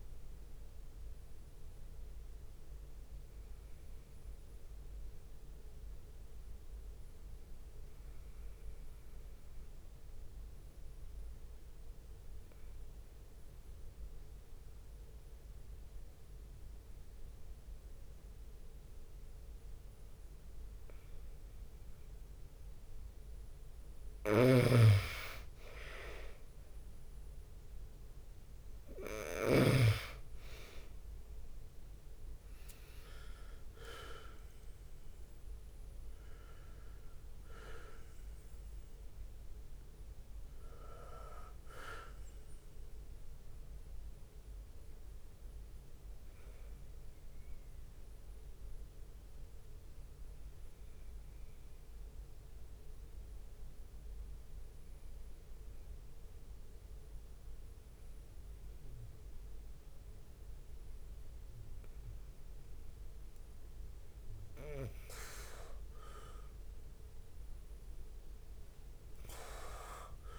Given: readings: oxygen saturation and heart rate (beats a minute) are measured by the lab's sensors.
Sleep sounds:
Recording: breathing in sleep by a room microphone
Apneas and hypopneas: 2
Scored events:
0.00-8.00 s: oxygen desaturation (device-marked, oxygen 95% lowest)
0.00-10.00 s: bradycardia (device-marked)
0.50-2.50 s: long interval between heartbeats (device-marked)
1.00-3.50 s: leg movement (device-marked)
1.00-23.50 s: obstructive apnea (oxygen 98% before, 93% lowest)
24.50-30.00 s: snoring (device-marked)
25.00-58.00 s: oxygen desaturation (device-marked, oxygen 98% before, 93% lowest)
25.50-30.50 s: arousal
26.00-52.00 s: bradycardia (device-marked)
33.00-35.00 s: leg movement (device-marked)
43.50-63.00 s: obstructive apnea (oxygen 98% before, 92% lowest)
57.00-63.50 s: leg movement (device-marked)
66.50-70.39 s: arousal
67.50-70.39 s: leg movement (device-marked)
From the record:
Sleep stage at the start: N2 (light sleep)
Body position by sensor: on the back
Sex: male

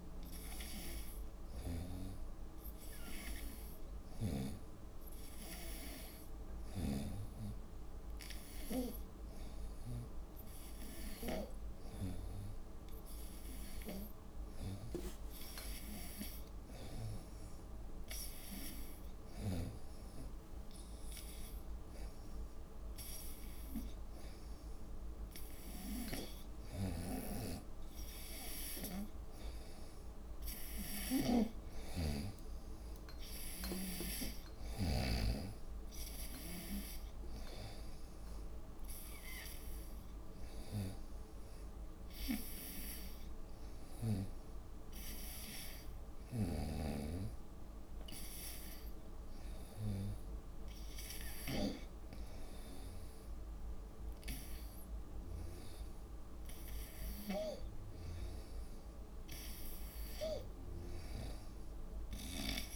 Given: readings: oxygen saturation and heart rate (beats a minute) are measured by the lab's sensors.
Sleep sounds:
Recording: breathing in sleep by a room microphone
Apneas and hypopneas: none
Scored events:
6.50-11.50 s: snoring (device-marked)
15.50-17.50 s: long interval between heartbeats (device-marked, heart rate 76 before, 85 extreme)
31.00-35.00 s: snoring (device-marked)
31.50-35.00 s: arousal
34.00-36.00 s: long interval between heartbeats (device-marked, heart rate 79 before, 86 extreme)
46.50-57.50 s: snoring (device-marked)
From the record:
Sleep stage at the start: N2 (light sleep)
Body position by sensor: on the right side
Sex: female

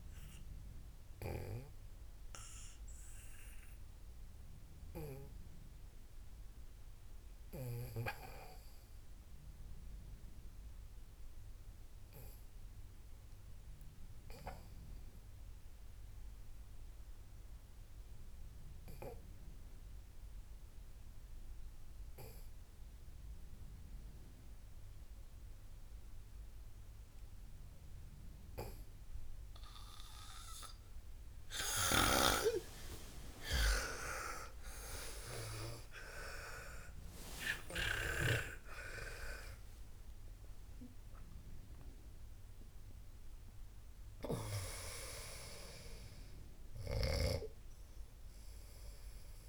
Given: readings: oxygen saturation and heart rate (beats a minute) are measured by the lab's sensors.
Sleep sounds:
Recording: breathing in sleep by a room microphone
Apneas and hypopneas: 1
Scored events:
0.00-12.50 s: oxygen desaturation (device-marked, oxygen 92% lowest, heart rate 53 extreme)
0.50-32.50 s: obstructive apnea (oxygen 99% before, 89% lowest, heart rate 77 before, 53 extreme)
2.00-6.00 s: snoring (device-marked)
25.50-49.49 s: oxygen desaturation (device-marked, oxygen 98% before, 89% lowest, heart rate 55 before, 55 extreme)
32.50-39.00 s: snoring (device-marked)
33.50-39.50 s: arousal
From the record:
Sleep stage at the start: N2 (light sleep)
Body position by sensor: on the back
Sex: female

